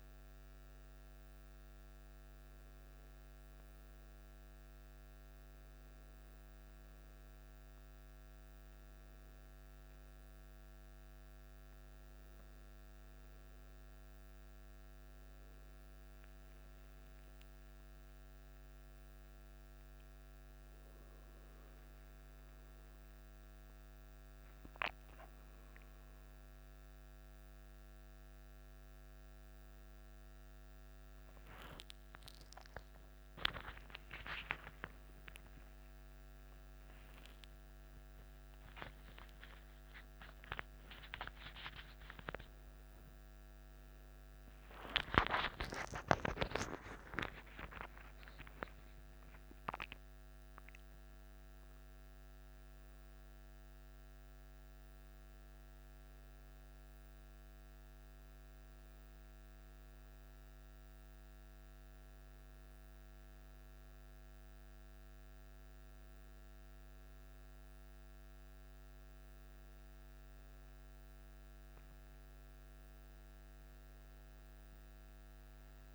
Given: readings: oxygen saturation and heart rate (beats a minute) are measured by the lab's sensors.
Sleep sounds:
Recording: a person partly awake in a sleep study, by a microphone on the trachea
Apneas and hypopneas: none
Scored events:
17.00-47.00 s: new sleep stage, awake
47.00-75.95 s: new sleep stage, N1 (lightest sleep)
From the record:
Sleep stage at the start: N1 (lightest sleep)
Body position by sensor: on the back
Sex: male

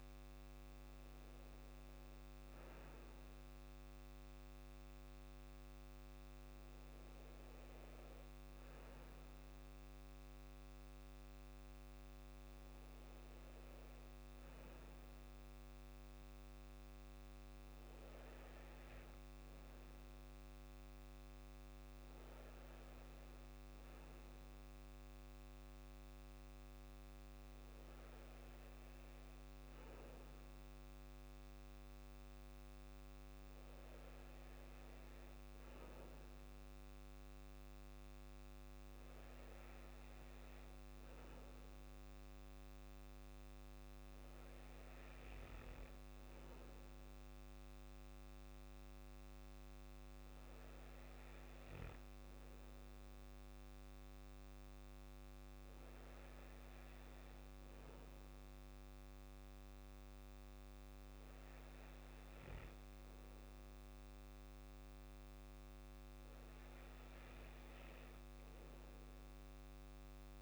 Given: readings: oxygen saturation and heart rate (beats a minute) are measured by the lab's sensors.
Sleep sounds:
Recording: breathing in sleep, hard to hear, by a microphone on the trachea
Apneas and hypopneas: none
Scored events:
none scored
From the record:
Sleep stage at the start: N2 (light sleep)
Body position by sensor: on the back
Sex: male

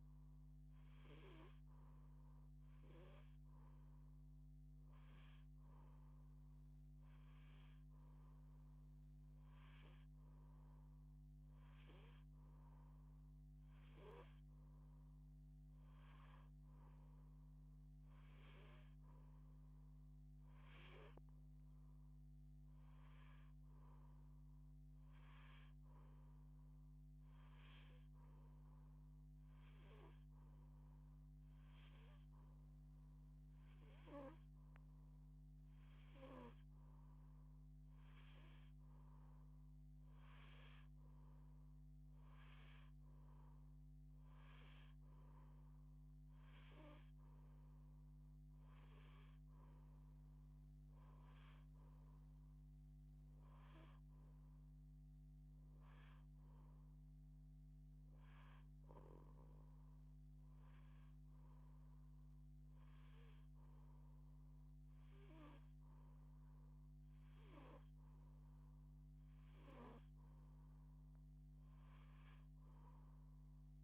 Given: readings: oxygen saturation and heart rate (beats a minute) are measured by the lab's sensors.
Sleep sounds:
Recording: breathing in sleep by a microphone on the trachea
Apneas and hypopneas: none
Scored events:
none scored
From the record:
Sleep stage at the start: N2 (light sleep)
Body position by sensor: on the back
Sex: female

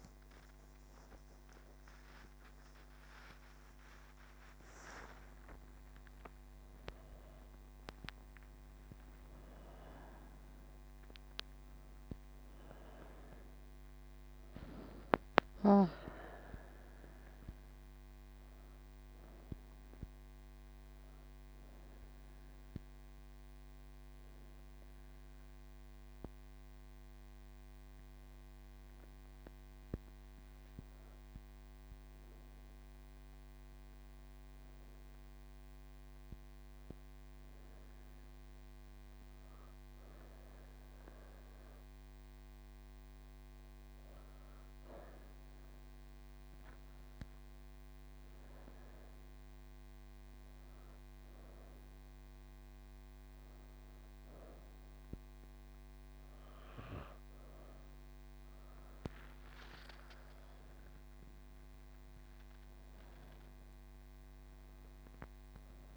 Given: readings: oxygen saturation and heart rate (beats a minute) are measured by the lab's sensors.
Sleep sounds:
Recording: breathing in sleep by a microphone on the trachea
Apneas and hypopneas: 1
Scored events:
36.00-46.00 s: obstructive apnea (oxygen 96% before, 94% lowest, heart rate 57 before, 50 extreme, up 12 after)
From the record:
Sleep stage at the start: N3 (deep sleep)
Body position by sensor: on the right side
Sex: female

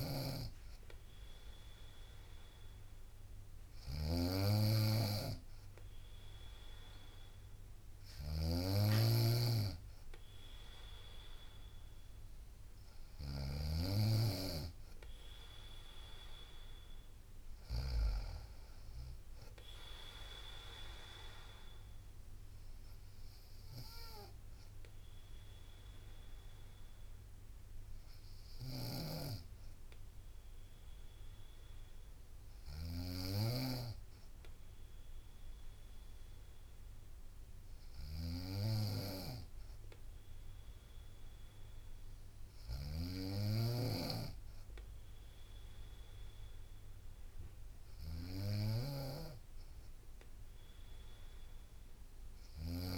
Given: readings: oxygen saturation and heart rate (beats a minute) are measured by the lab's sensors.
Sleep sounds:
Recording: breathing in sleep by a room microphone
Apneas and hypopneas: none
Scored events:
0.00-17.50 s: snoring (device-marked)
28.00-52.98 s: snoring (device-marked)
From the record:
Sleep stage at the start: N3 (deep sleep)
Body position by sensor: on the right side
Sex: female

